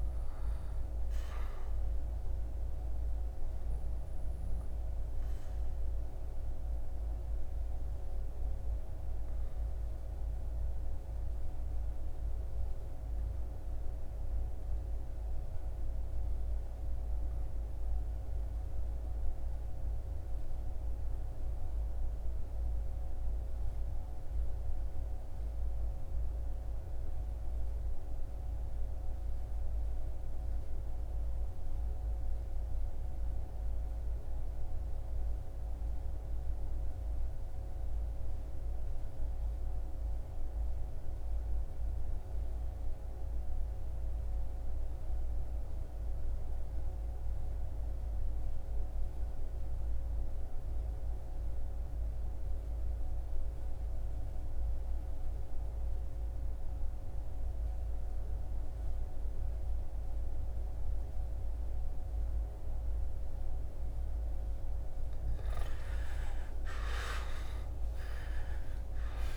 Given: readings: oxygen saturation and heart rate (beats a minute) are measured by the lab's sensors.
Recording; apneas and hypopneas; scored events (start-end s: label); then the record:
breathing in sleep, hard to hear, by a room microphone; 1
1.50-63.00 s: obstructive apnea (oxygen 99% before, 72% lowest, heart rate 79 before, 67 extreme, up 12 after)
41.50-69.37 s: oxygen desaturation (device-marked, oxygen 98% before, 72% lowest, heart rate 71 before, 68 extreme)
64.50-69.37 s: arousal
From the record:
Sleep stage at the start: REM sleep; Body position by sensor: on the back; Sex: male